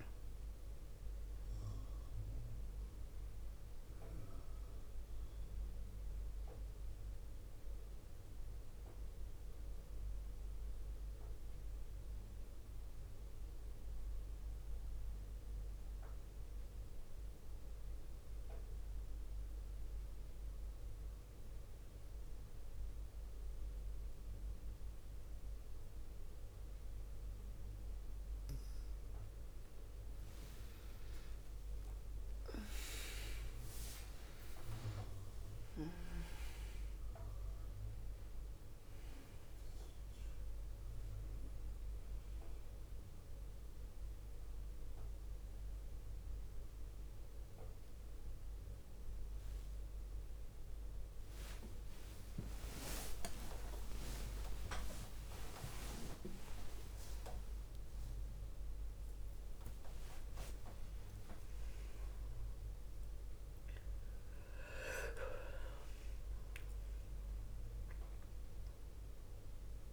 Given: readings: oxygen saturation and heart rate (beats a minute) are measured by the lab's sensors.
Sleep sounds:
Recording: a person partly awake in a sleep study, by a room microphone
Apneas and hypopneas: 1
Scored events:
0.00-17.50 s: oxygen desaturation (device-marked, oxygen 88% lowest, heart rate 50 extreme)
9.00-29.00 s: mixed apnea (oxygen 99% before, 88% lowest, heart rate 60 before, 52 extreme, up 7 after)
33.50-57.50 s: oxygen desaturation (device-marked, oxygen 100% before, 90% lowest, heart rate 53 before, 50 extreme)
37.50-67.50 s: new sleep stage, awake
67.50-69.92 s: new sleep stage, N2 (light sleep)
From the record:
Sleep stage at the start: N2 (light sleep)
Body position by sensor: on the back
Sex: female

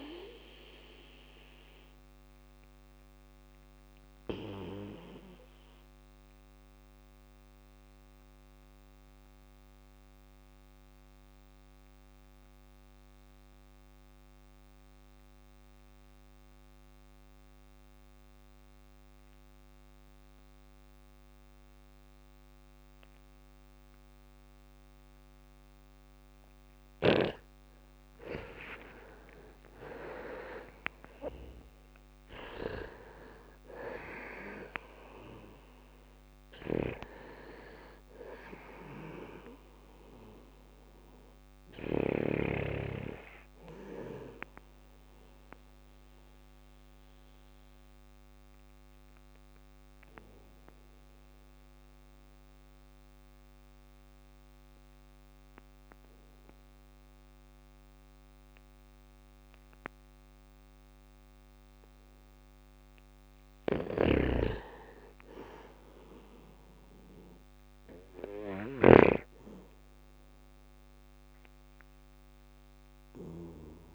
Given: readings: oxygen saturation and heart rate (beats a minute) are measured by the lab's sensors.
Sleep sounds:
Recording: breathing in sleep by a microphone on the trachea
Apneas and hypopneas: 2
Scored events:
1.00-26.00 s: obstructive apnea (oxygen 99% before, 91% lowest, heart rate 64 before, 51 extreme, up 12 after)
5.00-27.00 s: bradycardia (device-marked, heart rate 61 before, 51 extreme)
26.00-57.00 s: oxygen desaturation (device-marked, oxygen 98% before, 91% lowest, heart rate 55 before, 58 extreme)
27.50-31.50 s: arousal
28.00-30.00 s: long interval between heartbeats (device-marked, heart rate 54 before, 59 extreme)
28.00-41.00 s: drop in pulse transit time (device-marked, heart rate 54 before, 58 extreme)
45.00-61.00 s: obstructive apnea (oxygen 98% before, 89% lowest, heart rate 59 before, 61 extreme, up 2 after)
62.50-67.50 s: snoring (device-marked)
63.00-67.50 s: arousal
67.00-73.95 s: drop in pulse transit time (device-marked, heart rate 63 before, 61 extreme)
From the record:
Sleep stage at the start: REM sleep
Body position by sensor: on the back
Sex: male

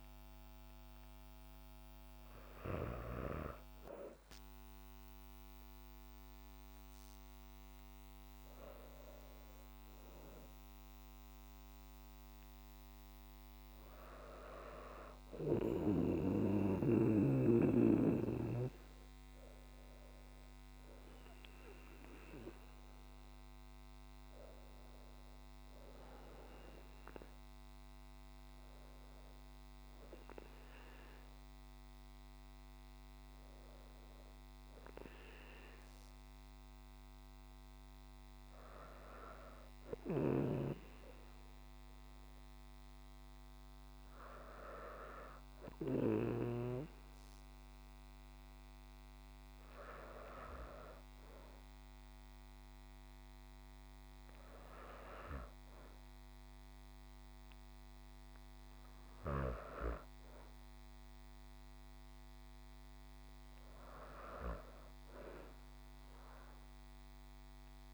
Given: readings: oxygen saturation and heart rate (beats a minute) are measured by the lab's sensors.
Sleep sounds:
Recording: breathing in sleep by a microphone on the trachea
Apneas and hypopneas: none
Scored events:
none scored
From the record:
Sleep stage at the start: N2 (light sleep)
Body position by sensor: on the back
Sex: female

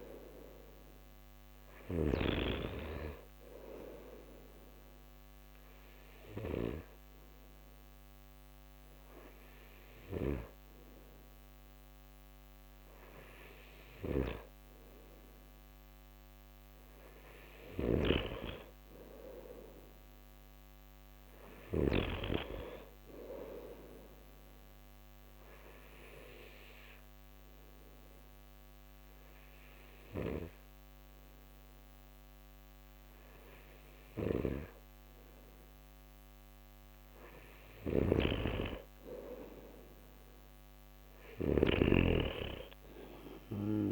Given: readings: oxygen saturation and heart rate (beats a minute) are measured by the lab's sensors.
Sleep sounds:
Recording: breathing in sleep by a microphone on the trachea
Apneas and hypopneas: 2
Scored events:
0.00-2.00 s: snoring (device-marked)
4.00-15.50 s: hypopnea (oxygen 94% before, 91% lowest)
17.50-22.00 s: snoring (device-marked)
20.50-23.00 s: arousal
25.00-37.00 s: obstructive apnea (oxygen 94% before, 91% lowest)
34.00-43.92 s: snoring (device-marked)
39.00-41.50 s: arousal
From the record:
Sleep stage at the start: N2 (light sleep)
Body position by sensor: on the back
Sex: male

